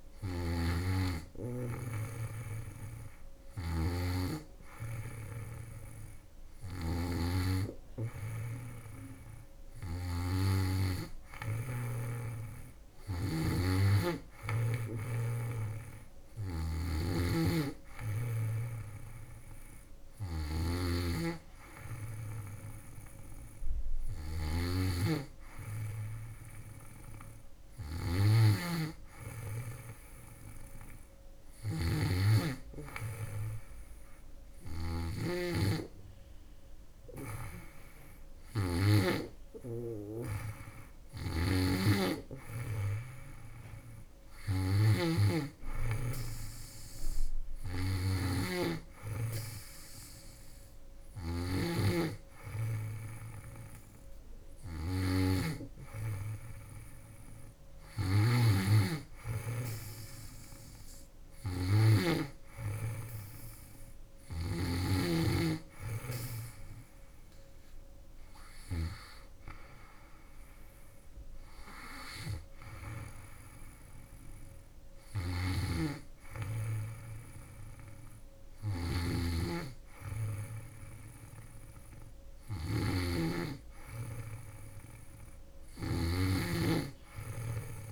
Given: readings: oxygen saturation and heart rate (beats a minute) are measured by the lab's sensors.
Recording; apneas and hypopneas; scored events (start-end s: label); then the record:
breathing in sleep by a room microphone; none
3.00-34.50 s: snoring (device-marked)
44.00-87.92 s: snoring (device-marked)
From the record:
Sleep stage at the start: N2 (light sleep); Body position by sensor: on the back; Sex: female